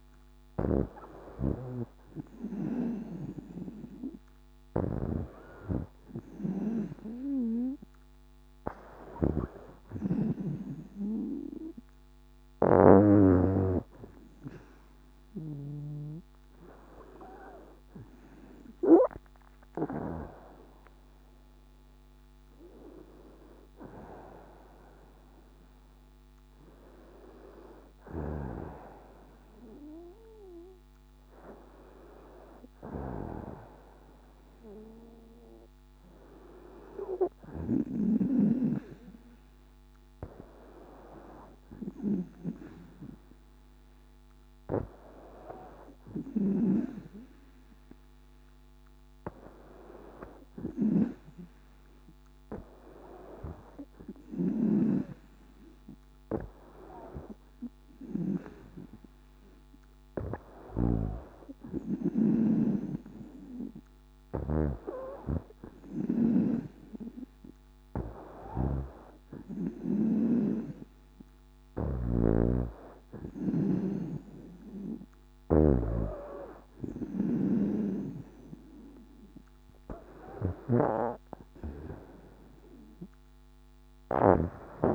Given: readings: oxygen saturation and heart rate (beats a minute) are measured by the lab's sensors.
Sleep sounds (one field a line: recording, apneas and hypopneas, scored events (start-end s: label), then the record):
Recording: breathing in sleep by a microphone on the trachea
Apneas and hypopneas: none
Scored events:
0.00-12.50 s: snoring (device-marked)
16.50-20.50 s: arousal
46.00-84.95 s: snoring (device-marked)
From the record:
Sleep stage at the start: N2 (light sleep)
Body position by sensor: on the back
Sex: female